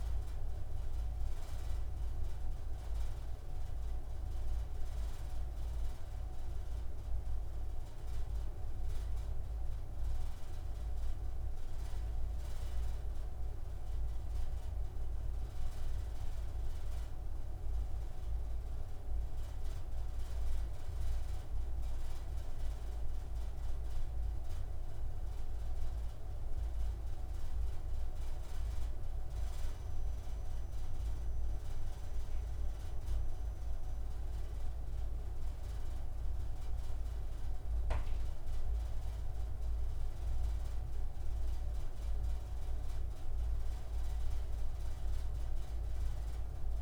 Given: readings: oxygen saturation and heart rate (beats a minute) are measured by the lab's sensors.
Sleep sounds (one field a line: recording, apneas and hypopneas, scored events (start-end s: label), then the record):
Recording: breathing in sleep, hard to hear, by a room microphone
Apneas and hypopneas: none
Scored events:
none scored
From the record:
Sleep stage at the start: N2 (light sleep)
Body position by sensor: on the right side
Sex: male